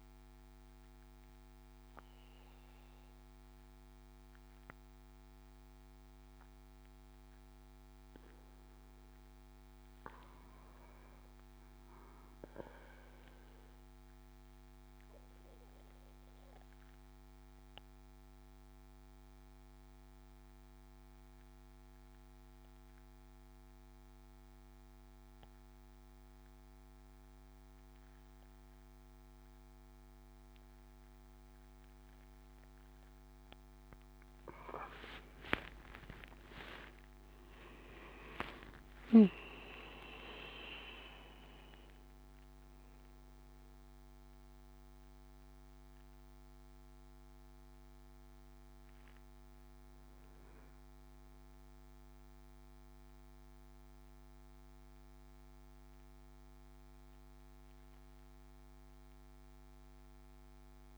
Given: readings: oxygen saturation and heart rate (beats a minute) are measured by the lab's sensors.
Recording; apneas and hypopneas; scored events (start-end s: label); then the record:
breathing in sleep by a microphone on the trachea; 1
13.00-31.50 s: obstructive apnea (oxygen 98% before, 91% lowest, heart rate 64 before, 62 extreme, up 15 after)
22.00-54.00 s: oxygen desaturation (device-marked, oxygen 98% before, 91% lowest, heart rate 67 before, 62 extreme)
33.00-60.98 s: new sleep stage, N1 (lightest sleep)
34.00-37.50 s: arousal
From the record:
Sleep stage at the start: N2 (light sleep); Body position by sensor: on the back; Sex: male